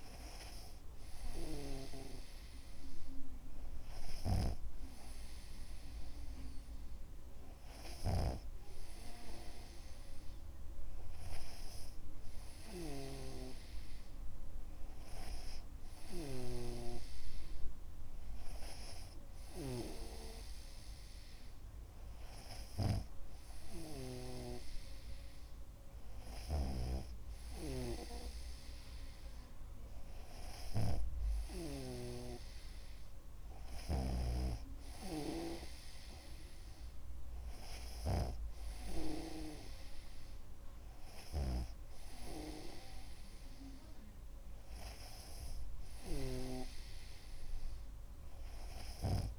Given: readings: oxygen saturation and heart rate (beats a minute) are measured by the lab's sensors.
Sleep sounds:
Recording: breathing in sleep by a room microphone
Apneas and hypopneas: none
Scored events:
16.50-39.00 s: snoring (device-marked)
46.50-49.39 s: snoring (device-marked)
From the record:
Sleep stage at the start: N2 (light sleep)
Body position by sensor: on the back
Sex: male

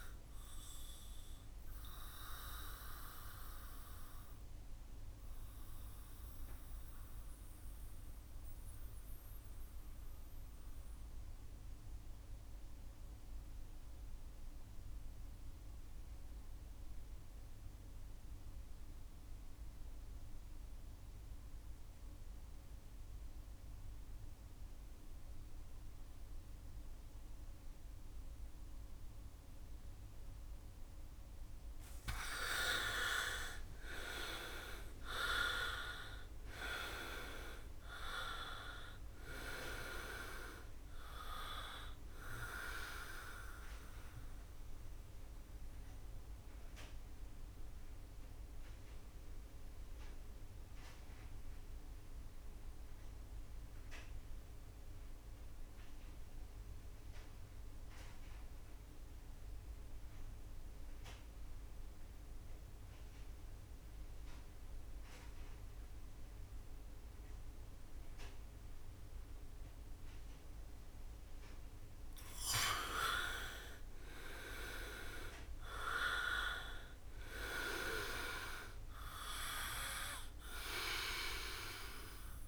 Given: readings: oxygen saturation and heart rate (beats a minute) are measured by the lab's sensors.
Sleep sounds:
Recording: breathing in sleep by a room microphone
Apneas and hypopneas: 2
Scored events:
0.00-21.50 s: oxygen desaturation (device-marked, oxygen 78% lowest, heart rate 62 extreme)
1.00-31.00 s: mixed apnea (oxygen 98% before, 74% lowest, heart rate 69 before, 62 extreme, up 22 after)
26.50-60.50 s: oxygen desaturation (device-marked, oxygen 98% before, 74% lowest, heart rate 68 before, 63 extreme)
31.50-33.50 s: long interval between heartbeats (device-marked, heart rate 69 before, 85 extreme)
32.50-36.00 s: arousal
46.00-72.00 s: mixed apnea (oxygen 98% before, 74% lowest, heart rate 76 before, 63 extreme, up 5 after)
69.50-82.47 s: oxygen desaturation (device-marked, oxygen 99% before, 75% lowest, heart rate 67 before, 62 extreme)
73.00-77.50 s: arousal
From the record:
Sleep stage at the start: N2 (light sleep)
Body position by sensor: on the back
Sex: male

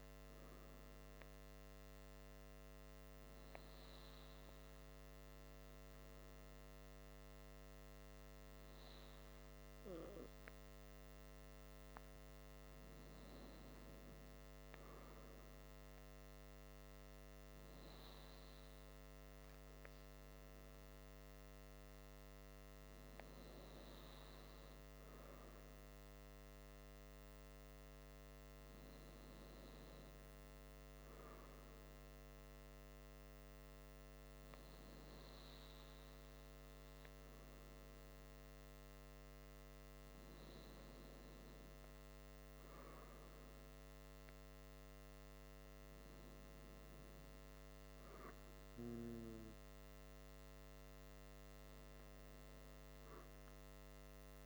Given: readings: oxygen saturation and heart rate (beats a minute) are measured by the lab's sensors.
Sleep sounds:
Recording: breathing in sleep, hard to hear, by a microphone on the trachea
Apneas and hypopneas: none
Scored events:
46.00-54.46 s: new sleep stage, N3 (deep sleep)
From the record:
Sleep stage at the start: N2 (light sleep)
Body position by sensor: on the back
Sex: male

